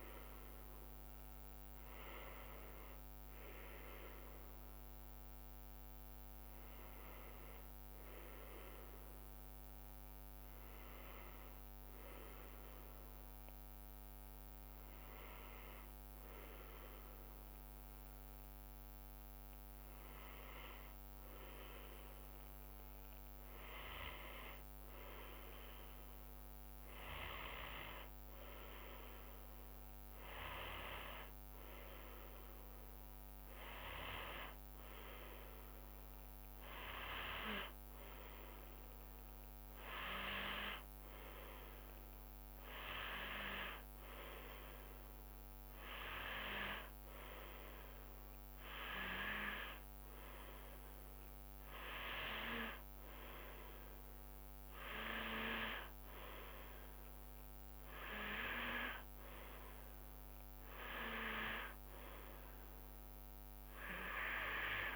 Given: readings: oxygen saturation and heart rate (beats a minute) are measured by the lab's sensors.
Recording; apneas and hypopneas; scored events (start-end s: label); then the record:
breathing in sleep by a microphone on the trachea; none
9.50-64.96 s: new sleep stage, N2 (light sleep)
From the record:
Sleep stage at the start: N1 (lightest sleep); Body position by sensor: on the back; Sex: female